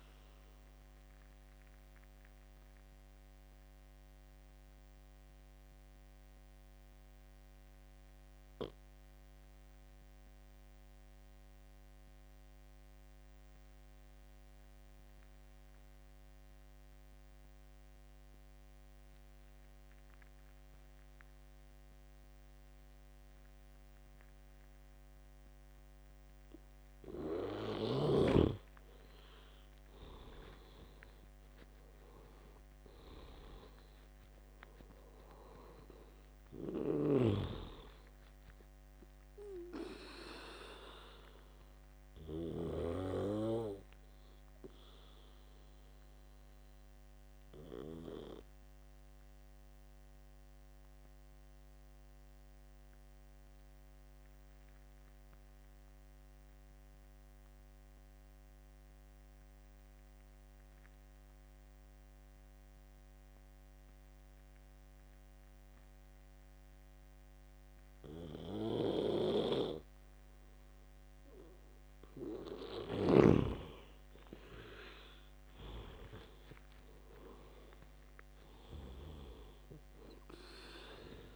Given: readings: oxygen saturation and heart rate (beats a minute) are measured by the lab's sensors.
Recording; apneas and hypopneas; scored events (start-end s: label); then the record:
breathing in sleep by a microphone on the trachea; 2
0.00-19.00 s: oxygen desaturation (device-marked, oxygen 88% lowest, heart rate 65 extreme)
0.50-27.50 s: obstructive apnea (oxygen 98% before, 87% lowest, heart rate 77 before, 64 extreme, up 11 after)
29.00-61.00 s: oxygen desaturation (device-marked, oxygen 98% before, 87% lowest, heart rate 71 before, 63 extreme)
29.50-33.00 s: arousal
41.00-71.50 s: obstructive apnea (oxygen 98% before, 85% lowest, heart rate 76 before, 63 extreme, up 15 after)
74.00-78.50 s: arousal
74.00-81.36 s: oxygen desaturation (device-marked, oxygen 98% before, 85% lowest, heart rate 69 before, 66 extreme)
From the record:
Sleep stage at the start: N2 (light sleep); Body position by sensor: on the back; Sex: male